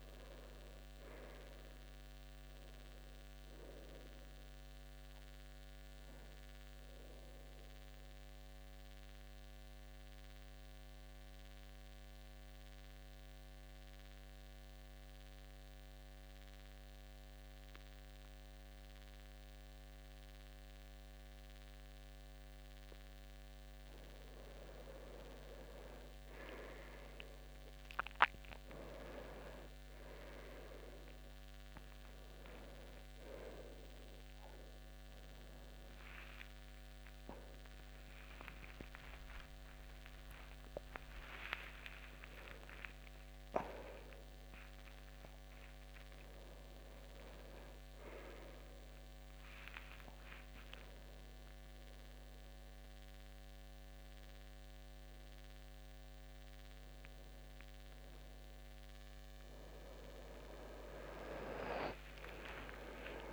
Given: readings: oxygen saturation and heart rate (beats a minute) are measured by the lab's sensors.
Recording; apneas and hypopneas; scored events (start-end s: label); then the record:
a person partly awake in a sleep study, by a microphone on the trachea; 1
7.50-24.50 s: obstructive apnea (oxygen 97% before, 92% lowest, heart rate 77 before, 68 extreme, up 10 after)
14.50-27.50 s: oxygen desaturation (device-marked, oxygen 95% before, 92% lowest, heart rate 77 before, 68 extreme)
32.50-62.50 s: new sleep stage, awake
62.50-63.32 s: new sleep stage, N1 (lightest sleep)
From the record:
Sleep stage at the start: N2 (light sleep); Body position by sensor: on the back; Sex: male